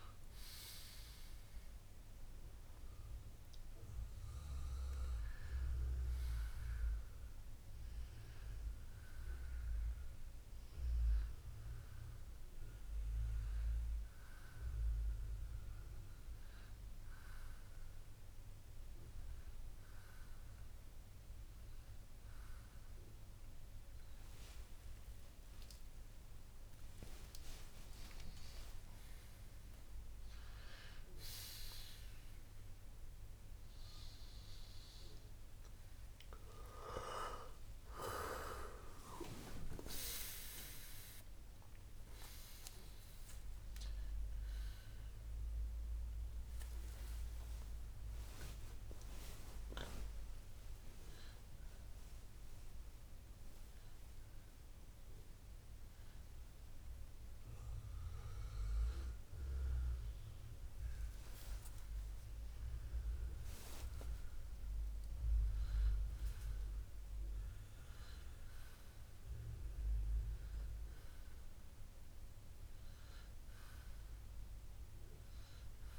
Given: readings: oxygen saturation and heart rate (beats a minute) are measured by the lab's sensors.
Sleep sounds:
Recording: a person partly awake in a sleep study, by a room microphone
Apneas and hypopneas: 1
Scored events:
0.50-3.50 s: arousal
6.00-19.00 s: hypopnea (oxygen 97% before, 91% lowest, heart rate 68 before, 63 extreme, up 14 after)
28.00-58.00 s: new sleep stage, awake
58.00-75.98 s: new sleep stage, N1 (lightest sleep)
From the record:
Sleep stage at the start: N1 (lightest sleep)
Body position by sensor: on the right side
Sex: male

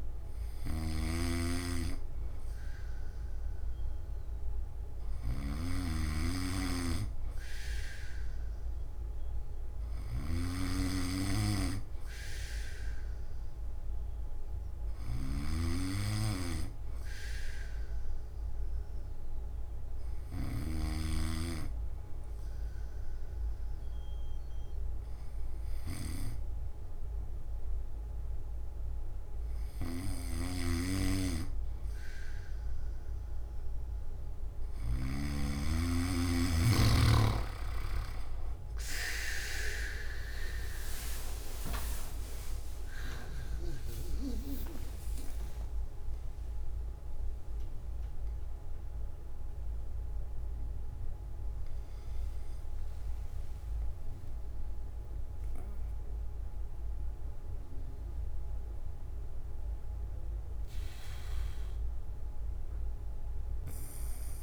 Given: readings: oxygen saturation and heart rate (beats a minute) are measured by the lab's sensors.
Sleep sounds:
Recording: breathing in sleep by a room microphone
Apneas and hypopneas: none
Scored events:
0.00-20.50 s: snoring (device-marked)
30.00-35.00 s: snoring (device-marked)
37.00-43.50 s: snoring (device-marked)
From the record:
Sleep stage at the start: N1 (lightest sleep)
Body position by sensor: on the back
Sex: male

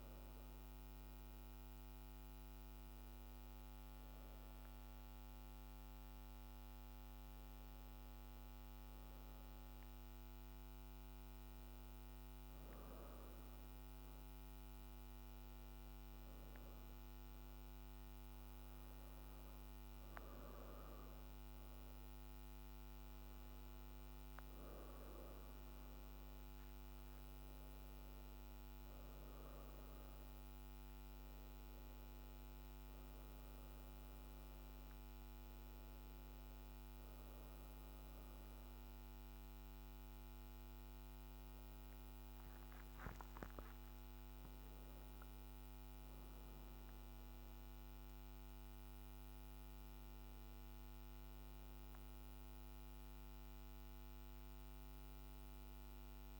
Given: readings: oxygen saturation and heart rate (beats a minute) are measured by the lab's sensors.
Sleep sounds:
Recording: breathing in sleep, hard to hear, by a microphone on the trachea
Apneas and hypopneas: 1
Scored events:
13.00-26.50 s: obstructive apnea (oxygen 96% before, 90% lowest, heart rate 54 before, 54 extreme, up 3 after)
27.50-49.50 s: oxygen desaturation (device-marked, oxygen 94% before, 90% lowest, heart rate 56 before, 51 extreme)
28.00-32.00 s: arousal
From the record:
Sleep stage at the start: REM sleep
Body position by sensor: on the back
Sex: female

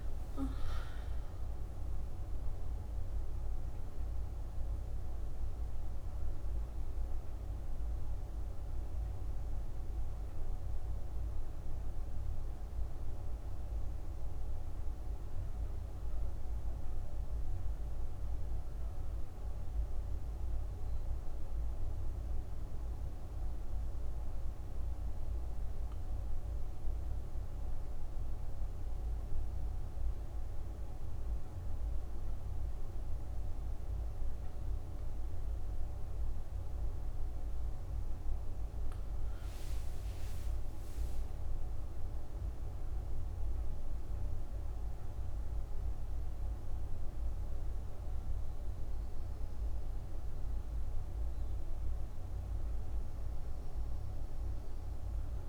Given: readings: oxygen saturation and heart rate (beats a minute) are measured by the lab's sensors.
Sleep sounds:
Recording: breathing in sleep, hard to hear, by a room microphone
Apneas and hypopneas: 1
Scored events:
0.00-1.50 s: arousal
0.00-25.50 s: oxygen desaturation (device-marked, oxygen 88% lowest, heart rate 59 extreme)
25.00-38.50 s: obstructive apnea (oxygen 96% before, 87% lowest, heart rate 67 before, 65 extreme, up 23 after)
40.00-45.00 s: arousal
46.50-55.49 s: oxygen desaturation (device-marked, oxygen 98% before, 91% lowest, heart rate 72 before, 61 extreme)
From the record:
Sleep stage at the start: N2 (light sleep)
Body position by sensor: on the back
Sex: female

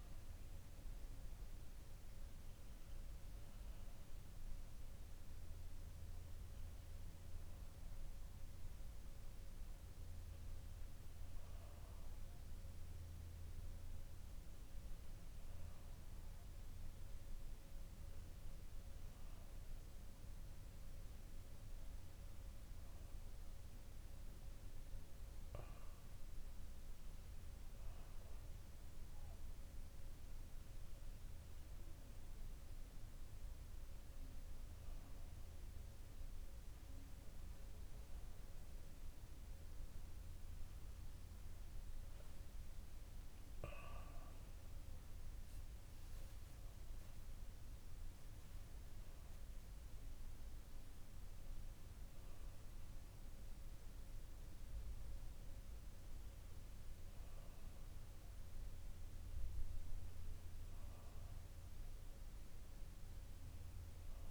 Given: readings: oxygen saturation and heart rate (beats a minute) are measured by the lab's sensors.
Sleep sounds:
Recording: breathing in sleep, hard to hear, by a room microphone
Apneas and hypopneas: none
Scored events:
0.50-64.31 s: new sleep stage, N2 (light sleep)
From the record:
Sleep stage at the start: N1 (lightest sleep)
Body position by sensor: on the back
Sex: male

